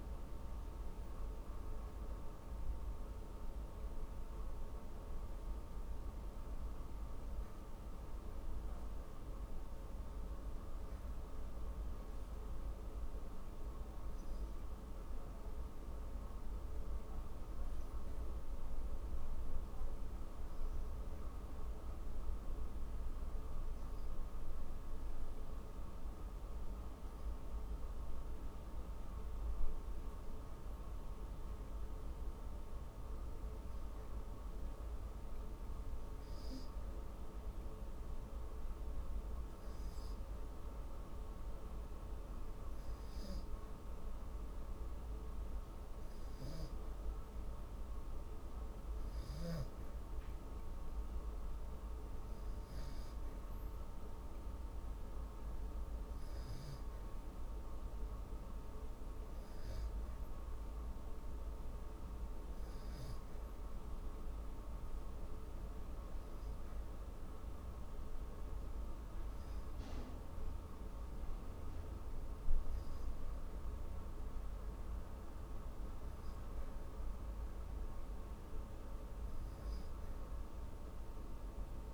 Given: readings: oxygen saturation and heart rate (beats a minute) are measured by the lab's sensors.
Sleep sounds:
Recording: breathing in sleep, hard to hear, by a room microphone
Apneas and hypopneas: 1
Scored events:
20.50-41.50 s: hypopnea (oxygen 93% before, 90% lowest, heart rate 59 before, 48 extreme, up 4 after)
43.00-45.00 s: arousal
72.00-81.94 s: oxygen desaturation (device-marked, oxygen 94% before, 90% lowest, heart rate 57 before, 50 extreme)
From the record:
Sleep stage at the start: N2 (light sleep)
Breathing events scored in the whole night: 109 in 3.9 hours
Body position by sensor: on the back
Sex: female

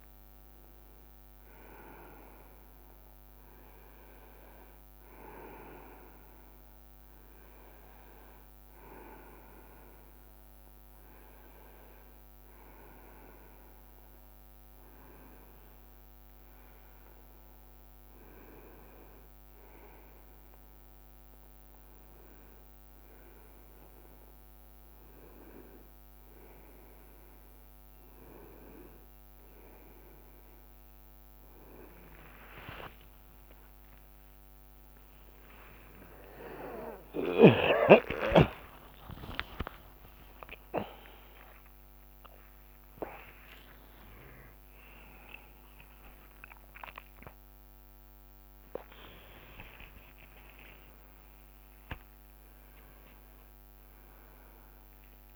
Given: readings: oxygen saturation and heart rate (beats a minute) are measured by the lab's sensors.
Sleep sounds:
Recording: a person partly awake in a sleep study, by a microphone on the trachea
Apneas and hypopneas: none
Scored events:
30.00-55.36 s: new sleep stage, awake
From the record:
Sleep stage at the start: N2 (light sleep)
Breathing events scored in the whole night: 186 in 6.1 hours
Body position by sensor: on the right side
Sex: male

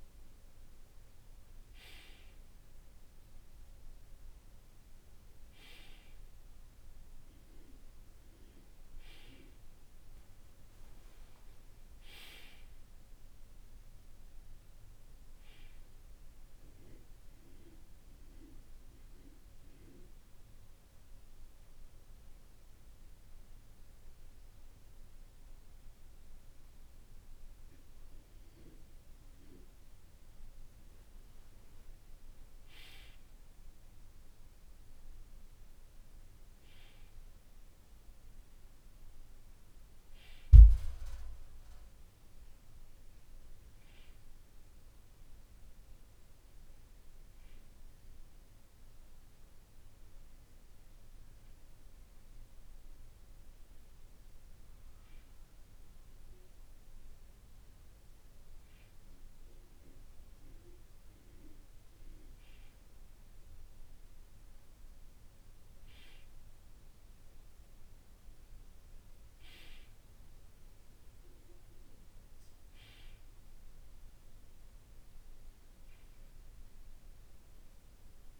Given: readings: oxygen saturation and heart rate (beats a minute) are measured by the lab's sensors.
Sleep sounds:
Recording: breathing in sleep by a room microphone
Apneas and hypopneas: 1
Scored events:
15.50-30.00 s: hypopnea (oxygen 95% before, 93% lowest, heart rate 52 before, 48 extreme, up 2 after)
30.50-34.00 s: arousal
From the record:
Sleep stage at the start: N2 (light sleep)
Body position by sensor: on the back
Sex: male

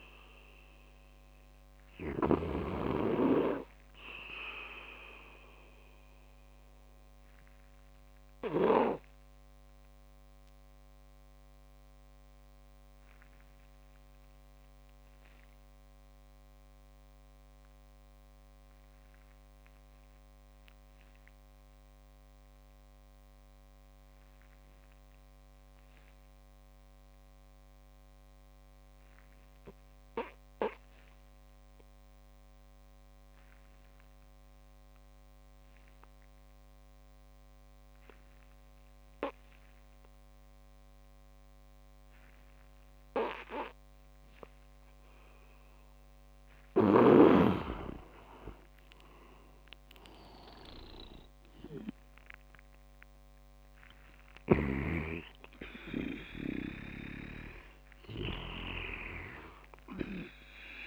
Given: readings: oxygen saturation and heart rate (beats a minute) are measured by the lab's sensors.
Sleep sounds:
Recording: breathing in sleep by a microphone on the trachea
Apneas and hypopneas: 1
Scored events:
0.00-2.50 s: snoring (device-marked)
5.50-44.50 s: obstructive apnea (oxygen 98% before, 88% lowest)
36.00-60.87 s: oxygen desaturation (device-marked, oxygen 98% before, 92% lowest)
45.50-49.00 s: arousal
54.50-60.87 s: snoring (device-marked)
From the record:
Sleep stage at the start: N2 (light sleep)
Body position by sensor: on the back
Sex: male

